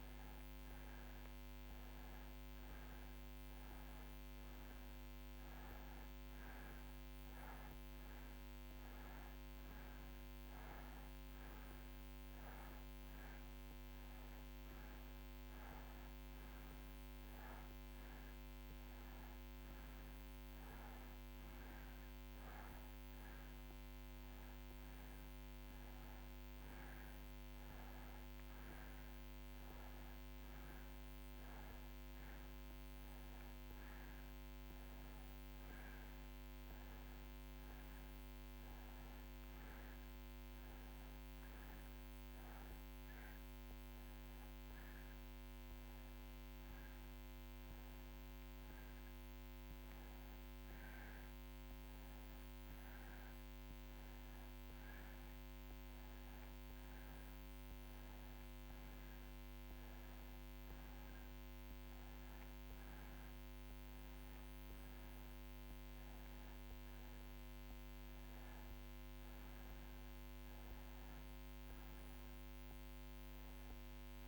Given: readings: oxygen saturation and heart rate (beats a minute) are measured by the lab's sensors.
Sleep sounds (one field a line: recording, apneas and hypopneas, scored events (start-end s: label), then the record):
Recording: breathing in sleep, hard to hear, by a microphone on the trachea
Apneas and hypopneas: none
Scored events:
none scored
From the record:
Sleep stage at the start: N2 (light sleep)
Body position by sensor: on the right side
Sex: male